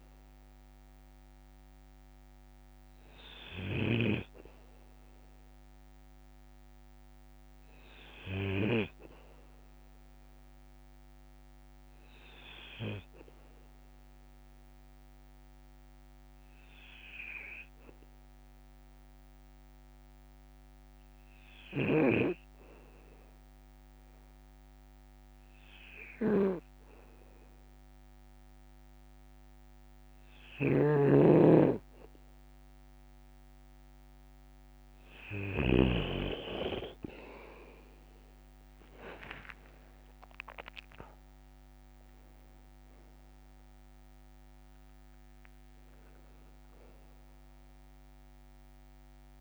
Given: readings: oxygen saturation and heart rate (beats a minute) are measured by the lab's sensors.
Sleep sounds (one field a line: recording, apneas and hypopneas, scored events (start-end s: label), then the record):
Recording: breathing in sleep by a microphone on the trachea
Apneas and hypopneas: 1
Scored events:
14.50-33.00 s: obstructive apnea (oxygen 96% before, 92% lowest, heart rate 58 before, 50 extreme, up 5 after)
30.50-36.00 s: snoring (device-marked)
36.00-40.00 s: arousal
37.00-49.41 s: oxygen desaturation (device-marked, oxygen 96% before, 92% lowest, heart rate 58 before, 50 extreme)
From the record:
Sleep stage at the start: N2 (light sleep)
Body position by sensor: on the back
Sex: male